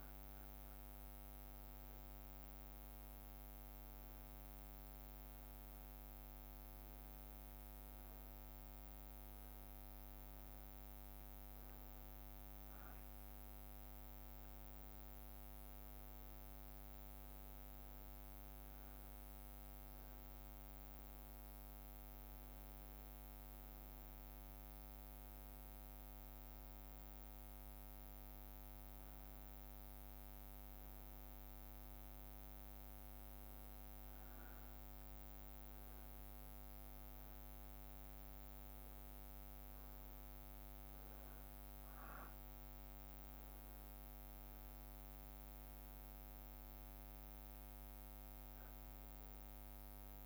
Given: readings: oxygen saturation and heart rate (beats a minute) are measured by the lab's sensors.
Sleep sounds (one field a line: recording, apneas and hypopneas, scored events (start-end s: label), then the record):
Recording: breathing in sleep, hard to hear, by a microphone on the trachea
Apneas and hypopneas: none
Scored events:
none scored
From the record:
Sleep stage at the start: N1 (lightest sleep)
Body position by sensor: on the back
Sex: male